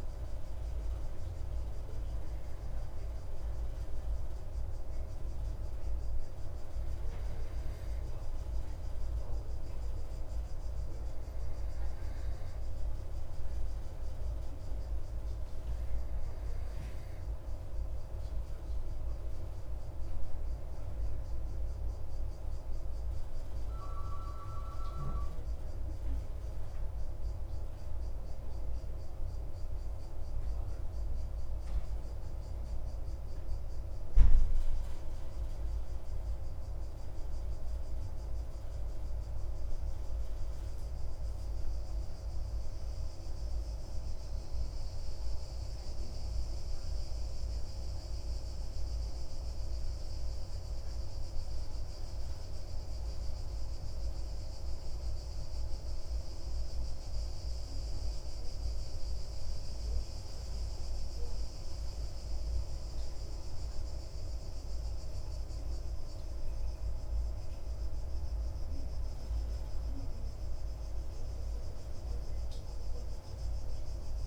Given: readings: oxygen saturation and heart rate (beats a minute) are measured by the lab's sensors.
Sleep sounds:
breathing in sleep, hard to hear, by a room microphone; none
none scored
From the record:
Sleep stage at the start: N1 (lightest sleep); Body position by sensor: on the back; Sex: male

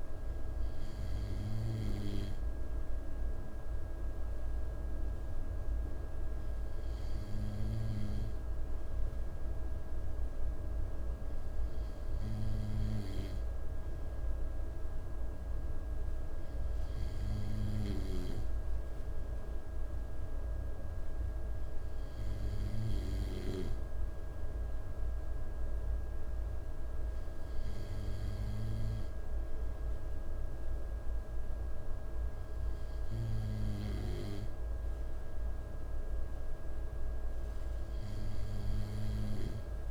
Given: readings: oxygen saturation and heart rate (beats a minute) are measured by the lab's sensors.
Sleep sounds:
breathing in sleep by a room microphone; none
none scored
From the record:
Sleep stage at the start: N2 (light sleep); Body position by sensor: on the right side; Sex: male

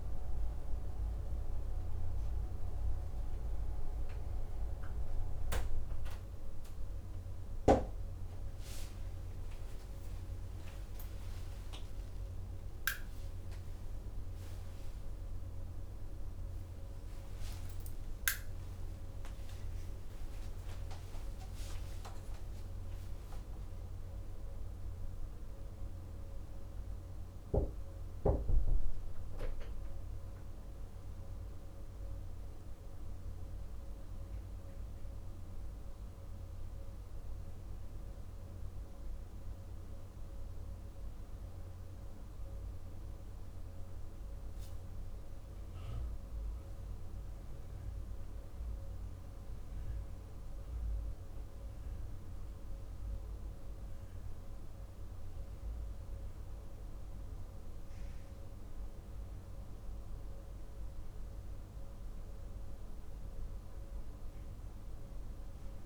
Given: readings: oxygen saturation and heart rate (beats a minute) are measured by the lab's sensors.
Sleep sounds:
a person awake in a sleep study, hard to hear, by a room microphone; none
none scored
From the record:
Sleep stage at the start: awake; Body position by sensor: on the back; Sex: male

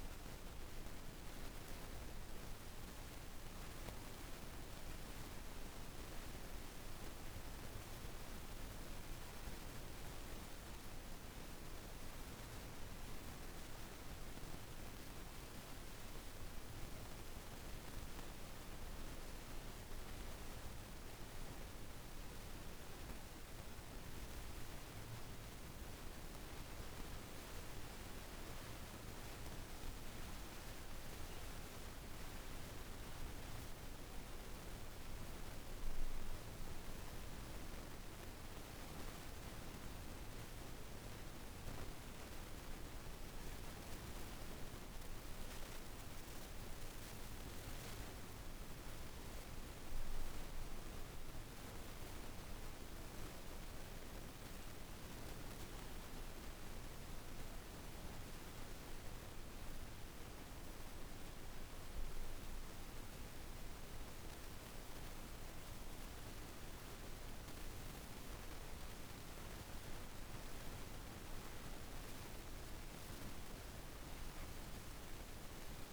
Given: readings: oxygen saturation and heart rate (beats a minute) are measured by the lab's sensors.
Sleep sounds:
breathing in sleep, hard to hear, by a room microphone; 2
0.00-1.50 s: arousal
3.50-18.00 s: obstructive apnea (oxygen 98% before, 87% lowest, heart rate 53 before, 51 extreme, up 5 after)
20.00-24.00 s: arousal
23.00-45.00 s: oxygen desaturation (device-marked, oxygen 98% before, 90% lowest, heart rate 52 before, 49 extreme)
44.00-47.50 s: arousal
50.00-65.00 s: obstructive apnea (oxygen 98% before, 86% lowest, heart rate 53 before, 50 extreme, up 15 after)
65.00-75.93 s: oxygen desaturation (device-marked, oxygen 98% before, 86% lowest, heart rate 52 before, 50 extreme)
67.00-71.00 s: arousal
From the record:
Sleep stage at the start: N2 (light sleep); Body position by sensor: on the back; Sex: female

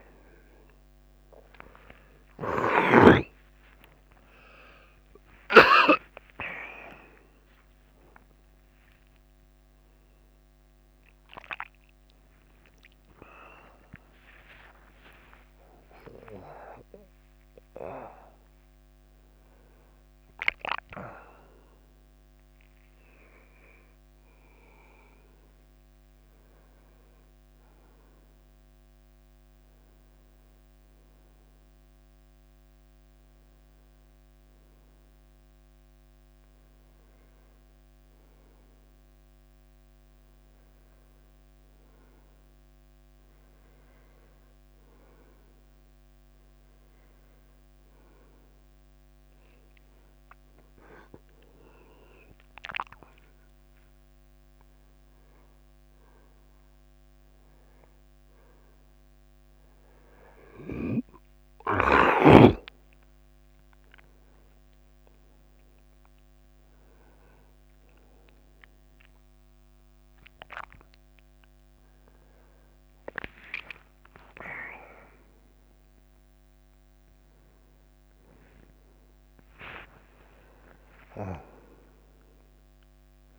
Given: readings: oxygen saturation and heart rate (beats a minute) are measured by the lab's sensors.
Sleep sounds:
a person awake in a sleep study, by a microphone on the trachea; none
0.00-7.00 s: drop in pulse transit time (device-marked, heart rate 96 extreme)
0.00-30.00 s: tachycardia (device-marked, heart rate 105 extreme)
19.00-30.00 s: drop in pulse transit time (device-marked, heart rate 103 before, 101 extreme)
54.00-57.00 s: tachycardia (device-marked, heart rate 97 before, 100 extreme)
62.00-71.00 s: tachycardia (device-marked, heart rate 97 before, 102 extreme)
From the record:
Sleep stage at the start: awake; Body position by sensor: on the right side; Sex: male

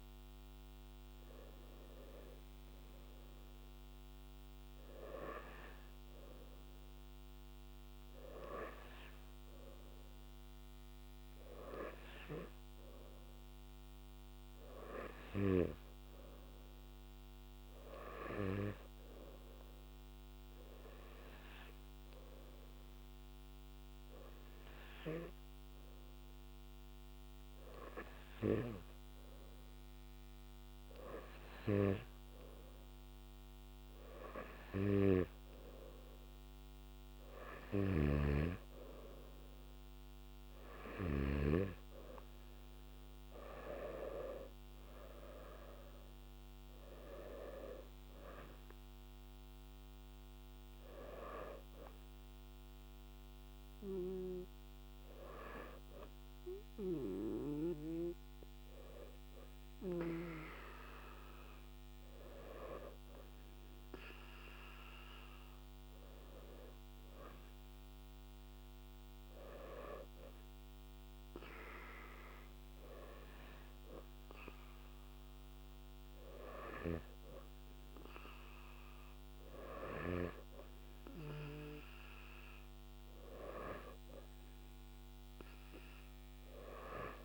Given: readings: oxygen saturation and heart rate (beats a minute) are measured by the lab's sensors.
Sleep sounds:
breathing in sleep by a microphone on the trachea; 2
21.50-33.00 s: hypopnea (oxygen 96% before, 93% lowest, heart rate 60 before, 53 extreme, up 5 after)
35.00-39.00 s: arousal
37.50-41.50 s: snoring (device-marked)
67.50-82.00 s: hypopnea (oxygen 96% before, 94% lowest, heart rate 62 before, 58 extreme, up 2 after)
84.00-87.00 s: arousal
From the record:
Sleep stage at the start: N2 (light sleep); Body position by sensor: on the back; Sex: male

